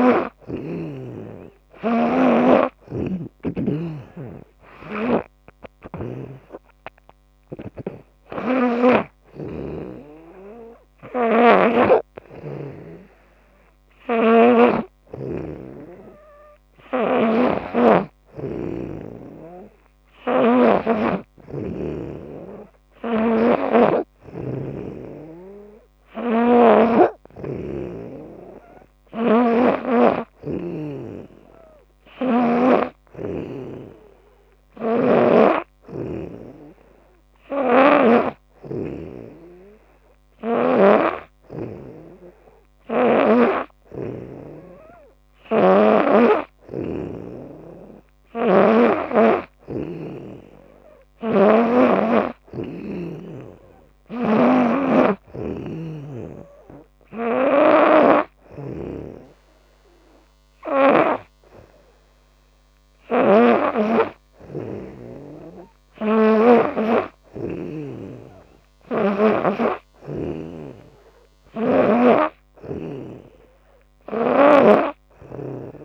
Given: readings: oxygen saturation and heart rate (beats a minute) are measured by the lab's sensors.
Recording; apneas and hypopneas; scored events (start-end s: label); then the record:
breathing in sleep by a microphone on the trachea; none
1.50-5.00 s: snoring (device-marked)
7.00-14.50 s: snoring (device-marked)
16.50-20.50 s: snoring (device-marked)
22.50-32.50 s: snoring (device-marked)
34.50-38.00 s: snoring (device-marked)
45.00-48.50 s: snoring (device-marked)
50.50-69.00 s: snoring (device-marked)
68.50-75.85 s: new sleep stage, N3 (deep sleep)
73.50-75.85 s: snoring (device-marked)
From the record:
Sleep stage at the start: N2 (light sleep); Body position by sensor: on the back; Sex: female